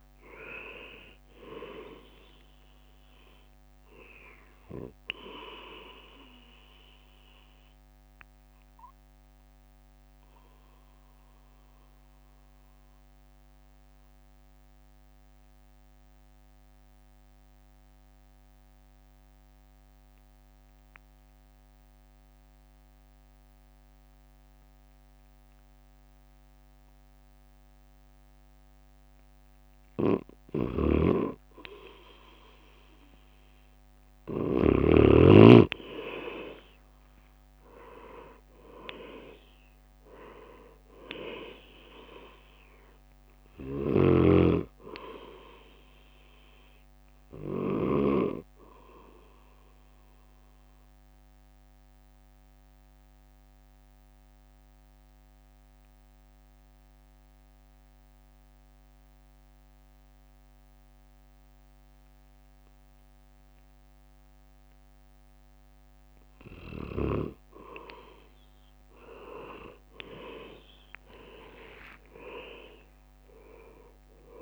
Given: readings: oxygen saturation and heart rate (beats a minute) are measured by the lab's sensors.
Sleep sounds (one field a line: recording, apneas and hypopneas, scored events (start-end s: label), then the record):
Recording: breathing in sleep by a microphone on the trachea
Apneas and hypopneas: 2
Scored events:
0.00-2.50 s: oxygen desaturation (device-marked, oxygen 95% lowest, heart rate 53 extreme)
0.00-8.50 s: drop in pulse transit time (device-marked, heart rate 55 extreme)
6.50-30.50 s: mixed apnea (oxygen 99% before, 95% lowest, heart rate 61 before, 52 extreme, up 7 after)
30.00-34.50 s: snoring (device-marked)
35.50-53.50 s: drop in pulse transit time (device-marked, heart rate 54 before, 53 extreme)
36.00-41.00 s: arousal
38.00-40.00 s: leg movement (device-marked)
51.50-66.00 s: mixed apnea (oxygen 100% before, 95% lowest, heart rate 58 before, 50 extreme, up 16 after)
67.50-74.42 s: oxygen desaturation (device-marked, oxygen 98% before, 95% lowest, heart rate 52 before, 53 extreme)
70.50-74.42 s: drop in pulse transit time (device-marked, heart rate 53 before, 56 extreme)
71.00-74.42 s: arousal
71.50-73.50 s: leg movement (device-marked)
From the record:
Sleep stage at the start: N2 (light sleep)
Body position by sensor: on the right side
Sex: male